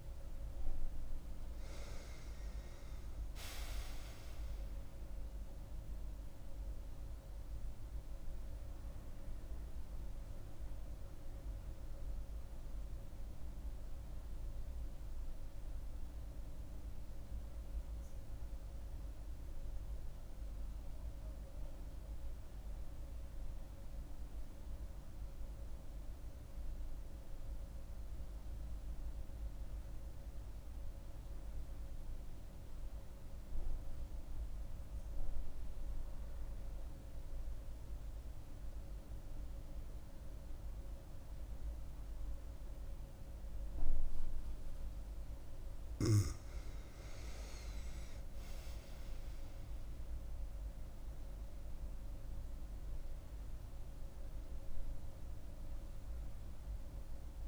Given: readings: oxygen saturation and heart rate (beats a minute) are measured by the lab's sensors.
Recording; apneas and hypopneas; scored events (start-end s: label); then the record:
breathing in sleep, hard to hear, by a room microphone; 1
0.00-24.50 s: oxygen desaturation (device-marked, oxygen 91% lowest, heart rate 63 extreme)
0.50-4.50 s: arousal
13.00-45.50 s: mixed apnea (oxygen 97% before, 91% lowest, heart rate 74 before, 63 extreme, up 8 after)
42.50-57.48 s: oxygen desaturation (device-marked, oxygen 98% before, 91% lowest, heart rate 67 before, 66 extreme)
47.00-51.00 s: arousal
From the record:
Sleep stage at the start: N2 (light sleep); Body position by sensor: on the back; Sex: female